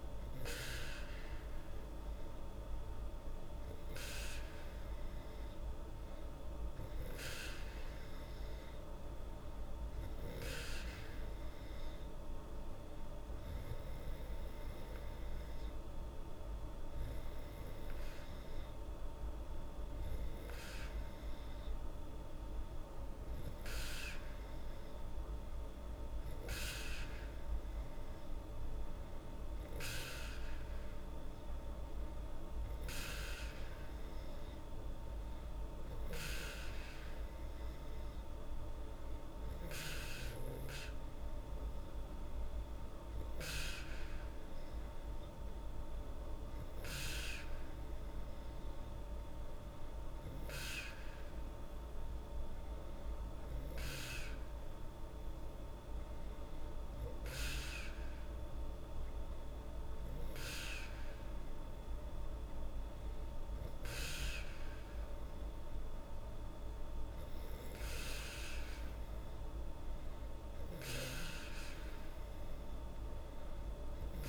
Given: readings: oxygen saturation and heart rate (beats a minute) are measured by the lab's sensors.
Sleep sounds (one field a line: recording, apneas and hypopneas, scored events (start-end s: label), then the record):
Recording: breathing in sleep by a room microphone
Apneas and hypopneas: none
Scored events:
none scored
From the record:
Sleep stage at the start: N2 (light sleep)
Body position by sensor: on the back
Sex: female